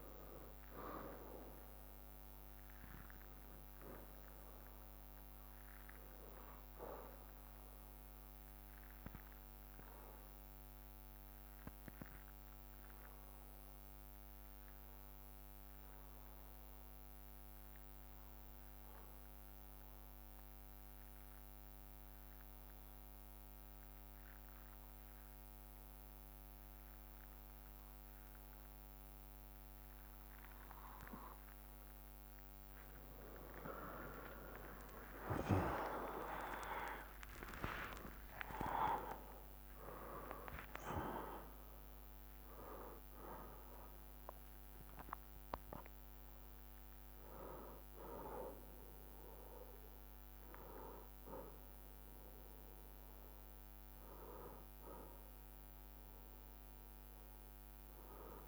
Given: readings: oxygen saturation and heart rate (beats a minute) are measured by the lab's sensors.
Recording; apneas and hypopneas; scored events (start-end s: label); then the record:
a person awake in a sleep study, by a microphone on the trachea; 1
1.00-34.00 s: bradycardia (device-marked, heart rate 60 before, 49 extreme)
7.50-30.50 s: obstructive apnea (oxygen 98% before, 94% lowest, heart rate 57 before, 49 extreme, up 45 after)
25.00-55.00 s: new sleep stage, awake
31.00-47.00 s: oxygen desaturation (device-marked, oxygen 98% before, 95% lowest, heart rate 54 before, 59 extreme)
37.00-39.00 s: long interval between heartbeats (device-marked, heart rate 53 before, 95 extreme)
37.00-40.00 s: tachycardia (device-marked, heart rate 59 before, 100 extreme)
37.00-50.00 s: drop in pulse transit time (device-marked, heart rate 53 before, 66 extreme)
55.00-58.48 s: new sleep stage, N2 (light sleep)
From the record:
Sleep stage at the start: N2 (light sleep); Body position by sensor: on the back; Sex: male